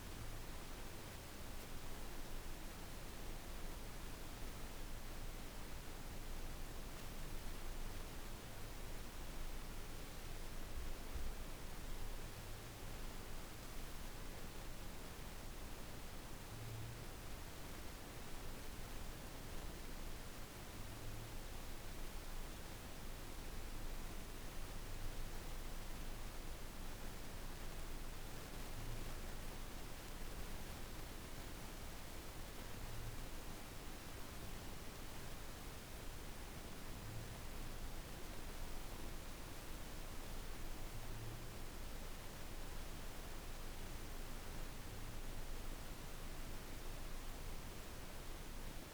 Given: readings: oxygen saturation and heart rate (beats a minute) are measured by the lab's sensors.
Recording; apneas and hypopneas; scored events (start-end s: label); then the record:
breathing in sleep, hard to hear, by a room microphone; none
none scored
From the record:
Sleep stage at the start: N1 (lightest sleep); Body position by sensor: on the back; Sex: female